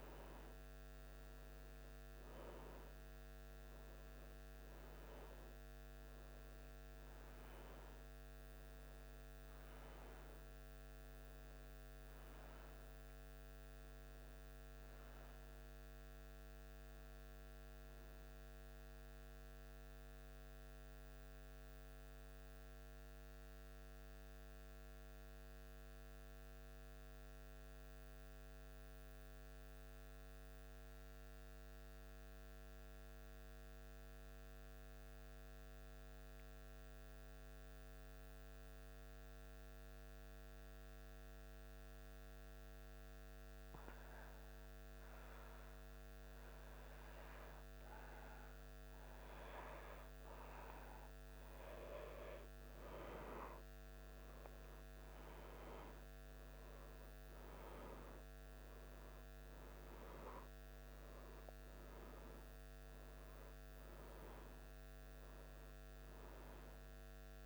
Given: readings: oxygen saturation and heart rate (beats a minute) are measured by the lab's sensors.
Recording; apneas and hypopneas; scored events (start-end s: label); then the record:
breathing in sleep by a microphone on the trachea; 1
0.00-13.50 s: oxygen desaturation (device-marked, oxygen 94% lowest, heart rate 77 extreme)
13.50-67.46 s: new sleep stage, N2 (light sleep)
17.50-48.50 s: obstructive apnea (oxygen 98% before, 92% lowest, heart rate 77 before, 76 extreme, up 0 after)
51.50-56.00 s: arousal
From the record:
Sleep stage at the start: N1 (lightest sleep); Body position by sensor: on the back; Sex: male